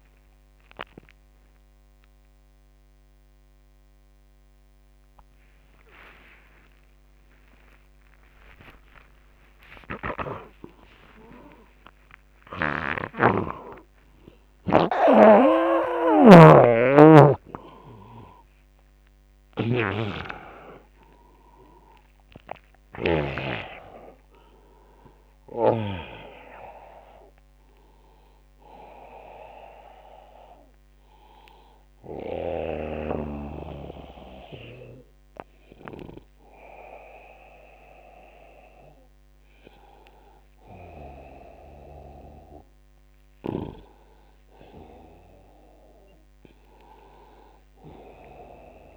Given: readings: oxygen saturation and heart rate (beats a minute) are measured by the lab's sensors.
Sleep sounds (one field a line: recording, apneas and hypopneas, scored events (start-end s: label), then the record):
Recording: a person partly awake in a sleep study, by a microphone on the trachea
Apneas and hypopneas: 1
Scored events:
0.00-3.00 s: oxygen desaturation (device-marked, oxygen 93% lowest, heart rate 73 extreme)
5.00-31.00 s: tachycardia (device-marked, heart rate 81 before, 126 extreme)
14.50-23.50 s: snoring (device-marked)
15.00-45.00 s: new sleep stage, N1 (lightest sleep)
29.00-41.50 s: hypopnea (oxygen 98% before, 91% lowest, heart rate 111 before, 74 extreme, up 13 after)
38.00-44.00 s: tachycardia (device-marked, heart rate 83 before, 105 extreme)
45.00-48.97 s: new sleep stage, N2 (light sleep)
45.50-48.97 s: arousal
From the record:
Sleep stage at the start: awake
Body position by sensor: on the back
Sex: male